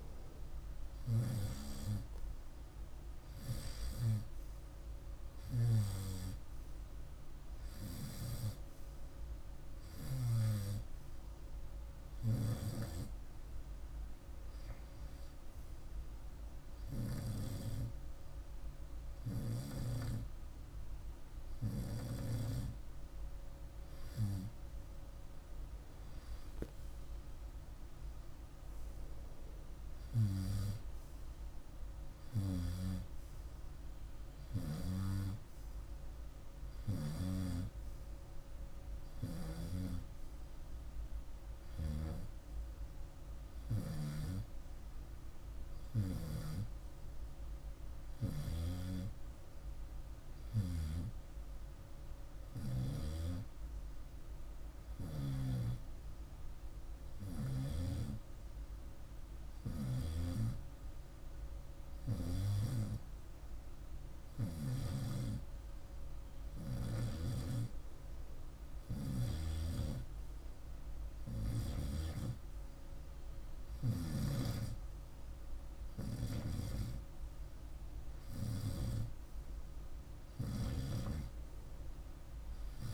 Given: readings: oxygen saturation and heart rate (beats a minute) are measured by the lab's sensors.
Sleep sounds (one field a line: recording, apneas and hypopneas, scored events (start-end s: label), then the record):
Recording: breathing in sleep by a room microphone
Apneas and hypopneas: none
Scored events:
30.00-32.00 s: oxygen desaturation (device-marked, oxygen 96% before, 94% lowest, heart rate 51 before, 51 extreme)
41.00-55.00 s: snoring (device-marked)
63.50-71.50 s: snoring (device-marked)
80.00-82.93 s: snoring (device-marked)
From the record:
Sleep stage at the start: N2 (light sleep)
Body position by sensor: on the right side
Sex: male